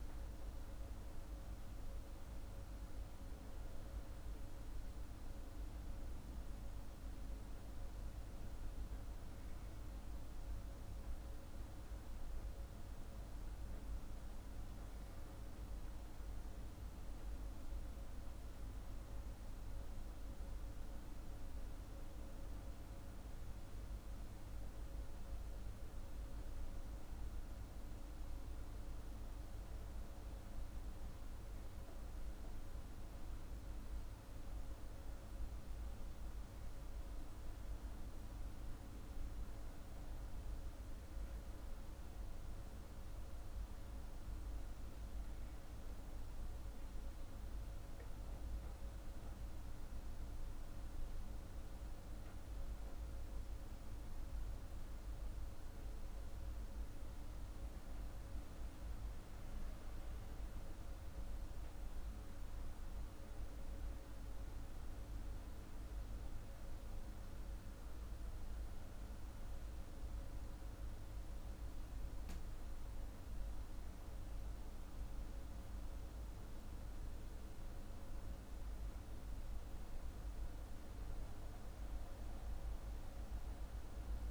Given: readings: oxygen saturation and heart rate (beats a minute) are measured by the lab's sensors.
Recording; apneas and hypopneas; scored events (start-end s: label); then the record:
breathing in sleep, hard to hear, by a room microphone; none
none scored
From the record:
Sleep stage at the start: N2 (light sleep); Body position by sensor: on the back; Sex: male